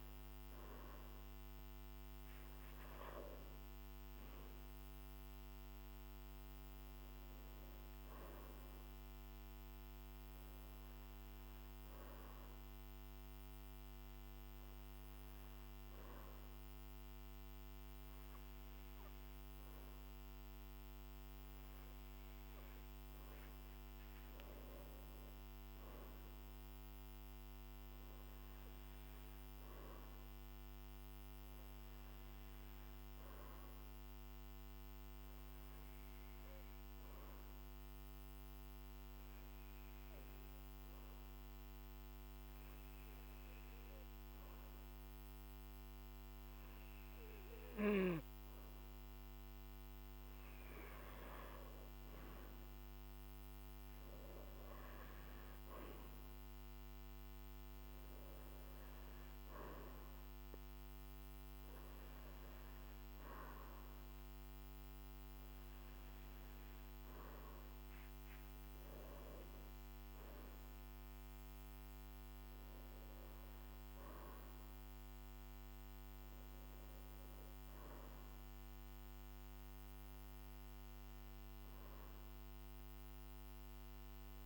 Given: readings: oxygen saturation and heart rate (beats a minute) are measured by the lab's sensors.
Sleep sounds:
breathing in sleep, hard to hear, by a microphone on the trachea; 1
24.00-26.50 s: arousal
29.50-49.50 s: hypopnea (oxygen 96% before, 94% lowest, heart rate 53 before, 49 extreme, up 15 after)
51.50-54.50 s: arousal
From the record:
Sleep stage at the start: N2 (light sleep); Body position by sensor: on the back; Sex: male

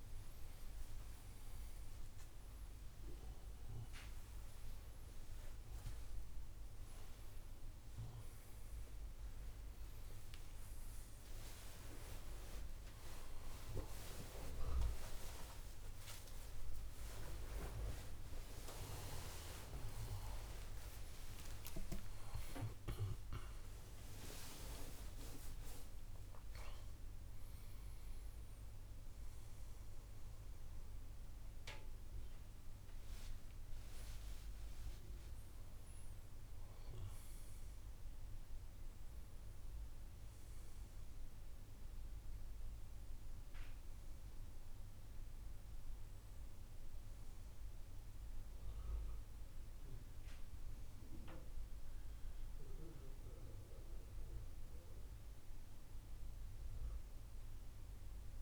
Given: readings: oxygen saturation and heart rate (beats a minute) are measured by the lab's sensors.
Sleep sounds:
a person awake in a sleep study, by a room microphone; none
29.50-58.41 s: new sleep stage, N1 (lightest sleep)
From the record:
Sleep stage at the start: awake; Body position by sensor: on the back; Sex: male

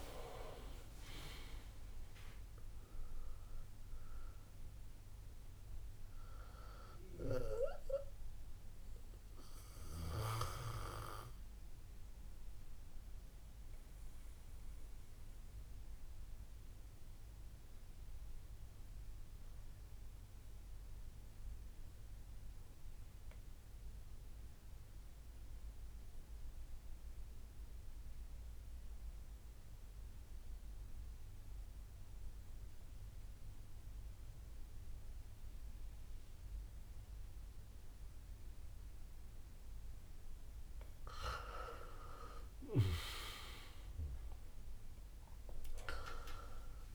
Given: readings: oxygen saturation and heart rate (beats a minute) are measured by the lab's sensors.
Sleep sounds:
breathing in sleep by a room microphone; 1
0.00-2.50 s: arousal
0.00-9.00 s: drop in pulse transit time (device-marked, heart rate 68 extreme)
0.00-19.00 s: oxygen desaturation (device-marked, oxygen 89% lowest, heart rate 55 extreme)
8.00-15.00 s: bradycardia (device-marked, heart rate 68 before, 55 extreme)
14.50-40.00 s: obstructive apnea (oxygen 98% before, 89% lowest, heart rate 70 before, 53 extreme, up 9 after)
36.00-46.95 s: oxygen desaturation (device-marked, oxygen 99% before, 90% lowest, heart rate 60 before, 53 extreme)
42.00-46.95 s: arousal
44.00-46.95 s: drop in pulse transit time (device-marked, heart rate 61 before, 57 extreme)
From the record:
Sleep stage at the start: N2 (light sleep); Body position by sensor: on the back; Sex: male

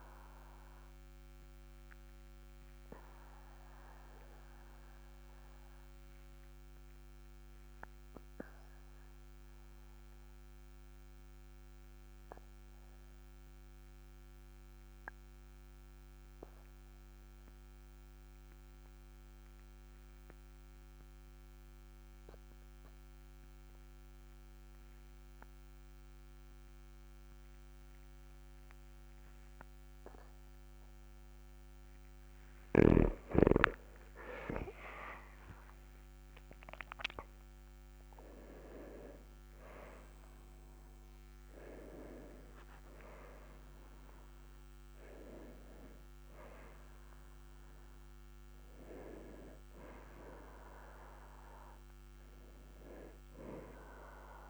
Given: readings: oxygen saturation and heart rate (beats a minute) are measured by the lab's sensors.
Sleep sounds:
breathing in sleep by a microphone on the trachea; 1
2.00-31.50 s: obstructive apnea (oxygen 98% before, 94% lowest, heart rate 49 before, 43 extreme, up 8 after)
35.00-39.00 s: arousal
53.50-54.50 s: oxygen desaturation (device-marked, oxygen 97% before, 94% lowest, heart rate 49 before, 41 extreme)
From the record:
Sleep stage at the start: N2 (light sleep); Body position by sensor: on the back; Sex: male

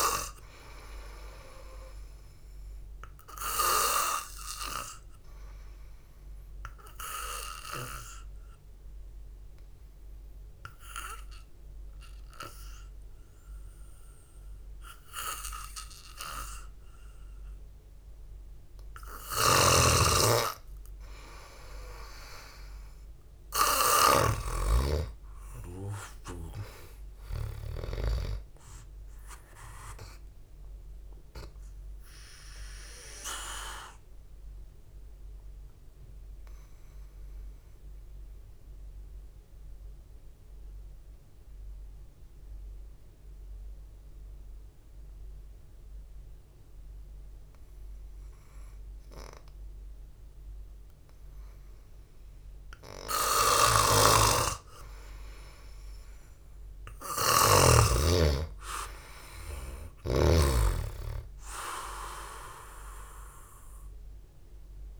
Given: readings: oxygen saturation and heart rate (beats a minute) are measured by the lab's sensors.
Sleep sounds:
breathing in sleep by a room microphone; 2
0.00-3.00 s: oxygen desaturation (device-marked, oxygen 91% lowest, heart rate 55 extreme)
0.00-3.50 s: arousal
6.50-20.00 s: obstructive apnea (oxygen 96% before, 90% lowest, heart rate 61 before, 55 extreme, up 9 after)
19.50-28.50 s: snoring (device-marked)
22.00-26.50 s: arousal
34.50-49.50 s: obstructive apnea (oxygen 96% before, 90% lowest, heart rate 61 before, 54 extreme, up 1 after)
35.00-37.00 s: long interval between heartbeats (device-marked, heart rate 61 before, 58 extreme)
45.00-51.00 s: oxygen desaturation (device-marked, oxygen 95% before, 91% lowest, heart rate 65 before, 54 extreme)
52.00-56.00 s: arousal
54.00-58.00 s: snoring (device-marked)
57.00-65.00 s: oxygen desaturation (device-marked, oxygen 98% before, 90% lowest, heart rate 68 before, 52 extreme)
From the record:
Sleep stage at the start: N2 (light sleep); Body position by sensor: on the back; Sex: male

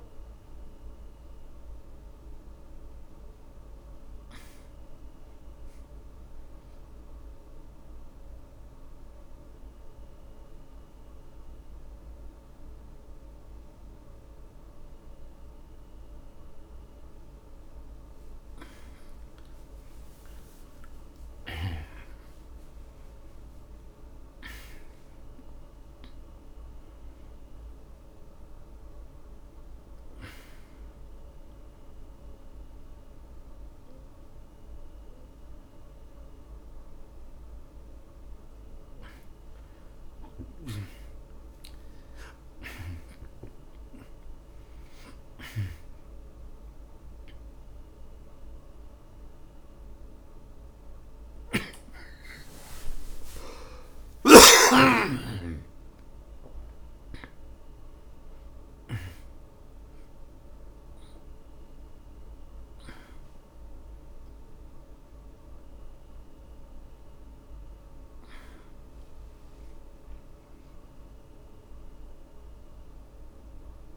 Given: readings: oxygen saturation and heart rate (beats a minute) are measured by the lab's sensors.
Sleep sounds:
a person partly awake in a sleep study, by a room microphone; 1
0.00-20.50 s: oxygen desaturation (device-marked, oxygen 86% lowest)
8.00-19.00 s: central apnea (oxygen 97% before, 86% lowest)
22.00-25.00 s: arousal
28.50-46.50 s: oxygen desaturation (device-marked, oxygen 97% before, 86% lowest)
51.50-73.97 s: new sleep stage, awake
52.50-57.50 s: oxygen desaturation (device-marked, oxygen 94% before, 90% lowest, heart rate 69 before, 27 extreme)
From the record:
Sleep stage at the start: N2 (light sleep); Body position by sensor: on the back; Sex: male

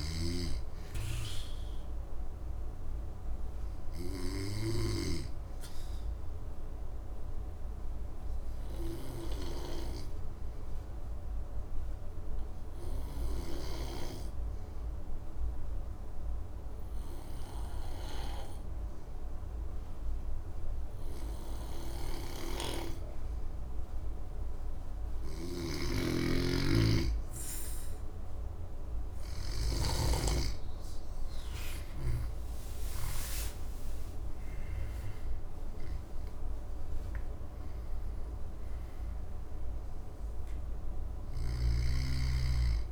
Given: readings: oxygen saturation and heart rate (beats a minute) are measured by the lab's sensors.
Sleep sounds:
breathing in sleep by a room microphone; 1
0.00-4.00 s: snoring (device-marked)
0.00-4.50 s: oxygen desaturation (device-marked, oxygen 92% lowest, heart rate 62 extreme)
3.00-27.00 s: obstructive apnea (oxygen 97% before, 91% lowest, heart rate 71 before, 62 extreme, up 14 after)
25.00-29.50 s: snoring (device-marked)
28.50-42.91 s: oxygen desaturation (device-marked, oxygen 99% before, 91% lowest, heart rate 64 before, 61 extreme)
31.50-35.50 s: arousal
41.00-42.91 s: snoring (device-marked)
From the record:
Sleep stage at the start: N2 (light sleep); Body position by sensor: on the back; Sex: male

